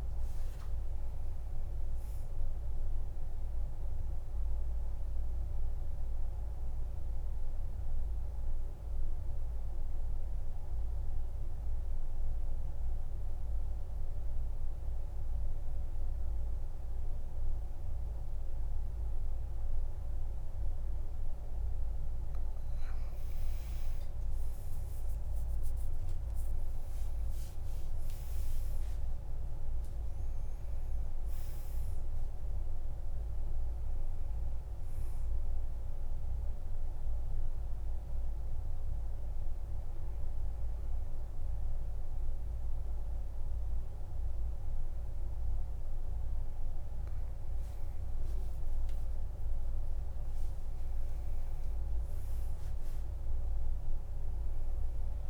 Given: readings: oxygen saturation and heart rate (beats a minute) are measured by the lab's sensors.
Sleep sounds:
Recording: breathing in sleep, hard to hear, by a room microphone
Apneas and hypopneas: 2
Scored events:
0.00-16.00 s: oxygen desaturation (device-marked, oxygen 92% lowest, heart rate 46 extreme)
3.50-22.50 s: mixed apnea (oxygen 98% before, 92% lowest, heart rate 59 before, 46 extreme, up 52 after)
24.00-27.00 s: arousal
26.50-28.50 s: long interval between heartbeats (device-marked, heart rate 50 before, 89 extreme)
27.00-49.00 s: oxygen desaturation (device-marked, oxygen 99% before, 93% lowest, heart rate 52 before, 46 extreme)
35.50-46.50 s: obstructive apnea (oxygen 99% before, 92% lowest, heart rate 67 before, 46 extreme, up 13 after)
49.50-53.50 s: arousal
From the record:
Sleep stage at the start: N2 (light sleep)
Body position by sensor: on the back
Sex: male

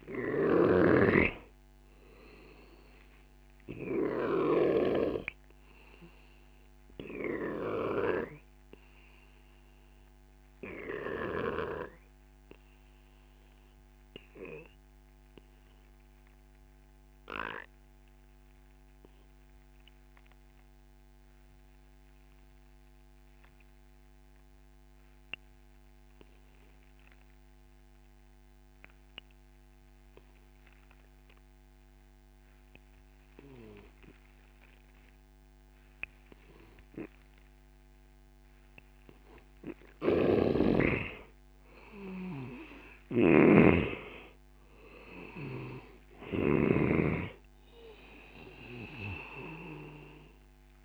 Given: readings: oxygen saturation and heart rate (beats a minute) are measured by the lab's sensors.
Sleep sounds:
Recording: breathing in sleep by a microphone on the trachea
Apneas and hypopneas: 1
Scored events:
0.00-3.50 s: oxygen desaturation (device-marked, oxygen 91% lowest, heart rate 26 extreme)
0.00-5.00 s: snoring (device-marked)
5.00-39.00 s: obstructive apnea (oxygen 97% before, 87% lowest)
5.50-21.50 s: oxygen desaturation (device-marked, oxygen 93% before, 88% lowest)
37.50-50.85 s: oxygen desaturation (device-marked, oxygen 96% before, 87% lowest)
40.00-47.00 s: snoring (device-marked)
41.50-44.50 s: arousal
From the record:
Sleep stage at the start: N2 (light sleep)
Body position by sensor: on the back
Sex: male

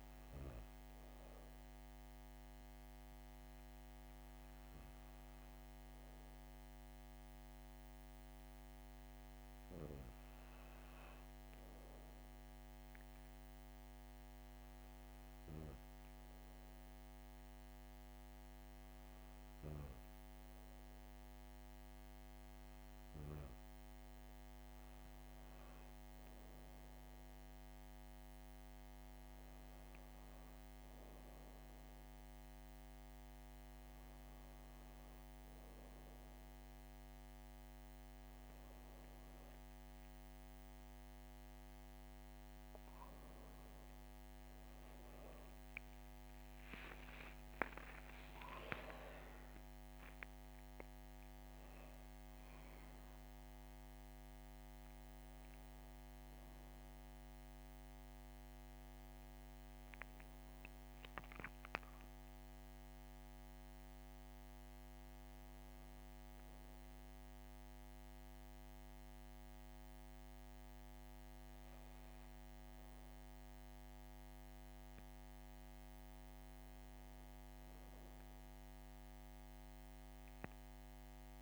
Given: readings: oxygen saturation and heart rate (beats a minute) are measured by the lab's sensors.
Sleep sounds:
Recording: breathing in sleep, hard to hear, by a microphone on the trachea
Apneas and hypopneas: none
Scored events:
0.00-8.50 s: oxygen desaturation (device-marked, oxygen 96% lowest, heart rate 60 extreme)
43.00-47.50 s: arousal
79.00-81.42 s: arousal
From the record:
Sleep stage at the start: N2 (light sleep)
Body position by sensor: on the back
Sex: female

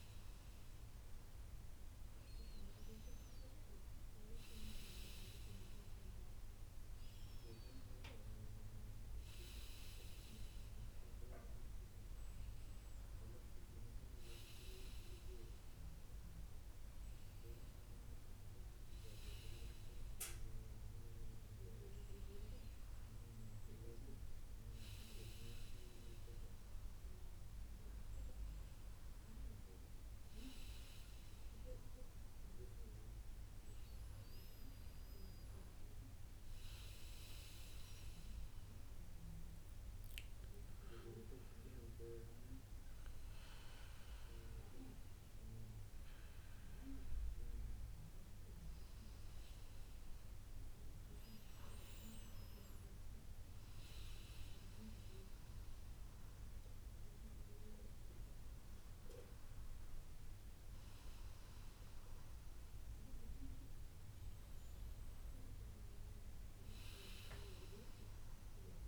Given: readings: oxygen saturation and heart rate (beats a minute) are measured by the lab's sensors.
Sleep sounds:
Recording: breathing in sleep by a room microphone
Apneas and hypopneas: 1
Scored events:
38.50-51.00 s: obstructive apnea (oxygen 96% before, 95% lowest, heart rate 80 before, 78 extreme, up 2 after)
53.00-56.50 s: arousal
From the record:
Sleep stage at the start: N1 (lightest sleep)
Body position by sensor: on the back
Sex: male

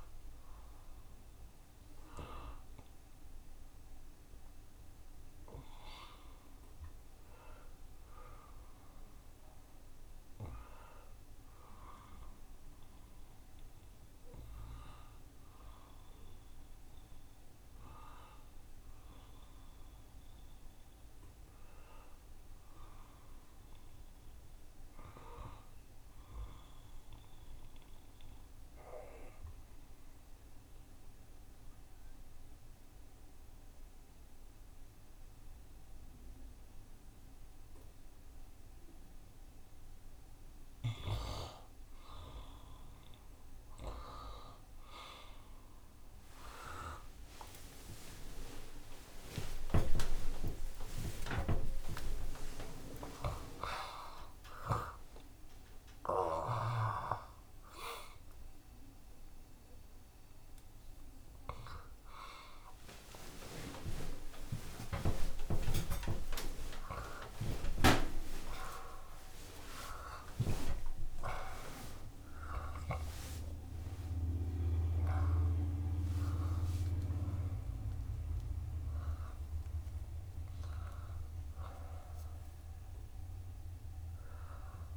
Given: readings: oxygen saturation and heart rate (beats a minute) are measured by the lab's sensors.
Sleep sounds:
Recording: a person awake in a sleep study, by a room microphone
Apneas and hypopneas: 1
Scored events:
0.00-6.00 s: oxygen desaturation (device-marked, oxygen 71% lowest, heart rate 64 extreme)
3.50-5.50 s: long interval between heartbeats (device-marked, heart rate 87 before, 73 extreme)
13.00-43.00 s: new sleep stage, N1 (lightest sleep)
22.50-24.50 s: long interval between heartbeats (device-marked, heart rate 71 before, 71 extreme)
29.00-40.50 s: obstructive apnea (oxygen 91% before, 79% lowest, heart rate 71 before, 72 extreme, up 35 after)
32.00-80.00 s: oxygen desaturation (device-marked, oxygen 89% before, 79% lowest, heart rate 71 before, 69 extreme)
43.00-84.97 s: new sleep stage, awake
45.00-56.00 s: tachycardia (device-marked, heart rate 58 before, 146 extreme)
47.00-49.00 s: long interval between heartbeats (device-marked, heart rate 72 before, 93 extreme)
50.50-52.50 s: long interval between heartbeats (device-marked, heart rate 77 before, 127 extreme)
52.50-54.50 s: long interval between heartbeats (device-marked, heart rate 83 before, 139 extreme)
61.00-74.00 s: tachycardia (device-marked, heart rate 60 before, 159 extreme)
64.50-66.50 s: long interval between heartbeats (device-marked, heart rate 106 before, 104 extreme)
68.00-70.00 s: long interval between heartbeats (device-marked, heart rate 112 before, 144 extreme)
70.00-72.00 s: long interval between heartbeats (device-marked, heart rate 116 before, 153 extreme)
From the record:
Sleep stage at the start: awake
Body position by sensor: on the right side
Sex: male

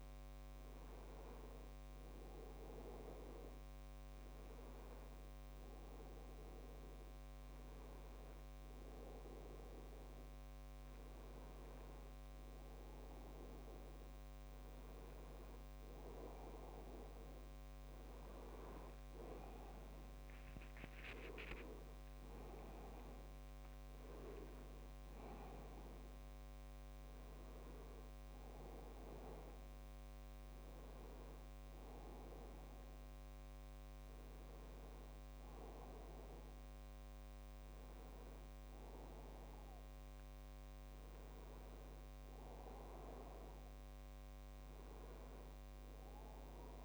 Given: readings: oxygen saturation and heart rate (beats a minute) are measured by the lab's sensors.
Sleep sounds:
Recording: breathing in sleep by a microphone on the trachea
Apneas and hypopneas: none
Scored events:
none scored
From the record:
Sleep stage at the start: N1 (lightest sleep)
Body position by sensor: on the back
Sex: male

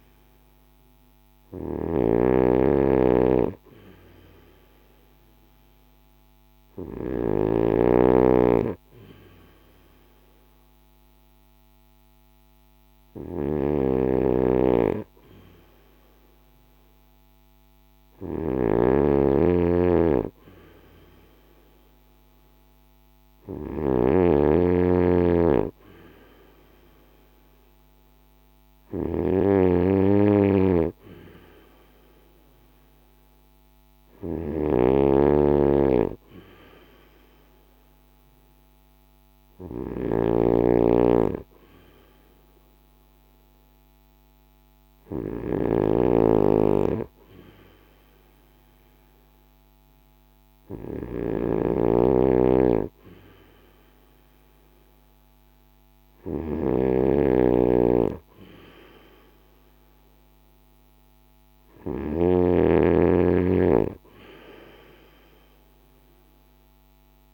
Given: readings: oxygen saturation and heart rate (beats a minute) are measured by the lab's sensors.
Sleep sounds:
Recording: breathing in sleep by a microphone on the trachea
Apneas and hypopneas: none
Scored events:
0.00-67.34 s: snoring (device-marked)
From the record:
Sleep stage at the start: N2 (light sleep)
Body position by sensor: on the right side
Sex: male

